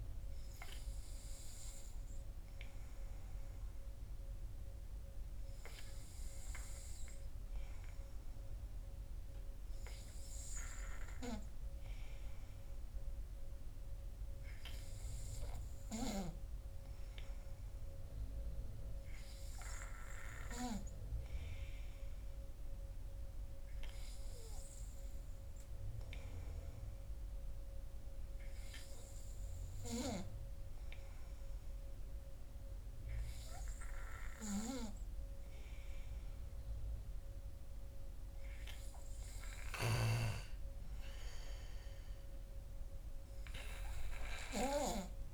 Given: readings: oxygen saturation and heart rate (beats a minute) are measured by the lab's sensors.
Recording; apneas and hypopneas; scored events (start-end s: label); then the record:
breathing in sleep by a room microphone; none
none scored
From the record:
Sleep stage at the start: N2 (light sleep); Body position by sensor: on the back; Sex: male